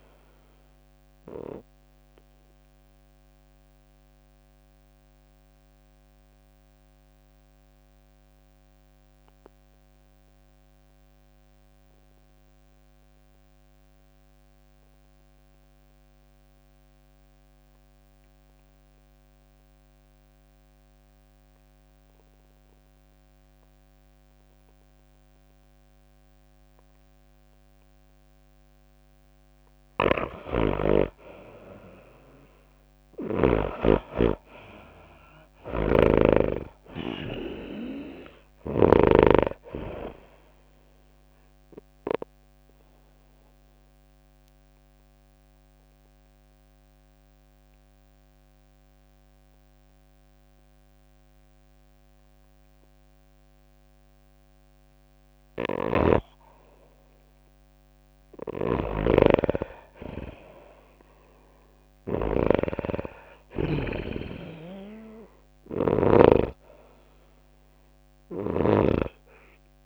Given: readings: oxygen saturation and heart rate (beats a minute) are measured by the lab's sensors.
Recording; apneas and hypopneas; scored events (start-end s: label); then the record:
breathing in sleep by a microphone on the trachea; 2
0.00-6.50 s: tachycardia (device-marked, heart rate 105 extreme)
0.00-12.50 s: drop in pulse transit time (device-marked, heart rate 99 extreme)
0.00-18.50 s: oxygen desaturation (device-marked, oxygen 82% lowest, heart rate 92 extreme)
3.00-30.50 s: obstructive apnea (oxygen 98% before, 81% lowest, heart rate 97 before, 92 extreme, up 8 after)
23.50-53.50 s: oxygen desaturation (device-marked, oxygen 99% before, 81% lowest, heart rate 99 before, 92 extreme)
30.50-34.00 s: snoring (device-marked)
34.50-38.50 s: arousal
36.00-39.50 s: snoring (device-marked)
36.50-47.50 s: tachycardia (device-marked, heart rate 100 before, 105 extreme)
36.50-51.50 s: drop in pulse transit time (device-marked, heart rate 95 before, 99 extreme)
44.00-55.00 s: obstructive apnea (oxygen 99% before, 81% lowest, heart rate 97 before, 96 extreme, up 1 after)
56.00-66.50 s: snoring (device-marked)
58.00-62.00 s: arousal
61.50-69.86 s: oxygen desaturation (device-marked, oxygen 97% before, 86% lowest, heart rate 100 before, 96 extreme)
62.50-69.86 s: tachycardia (device-marked, heart rate 100 before, 104 extreme)
From the record:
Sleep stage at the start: N2 (light sleep); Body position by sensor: on the right side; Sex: female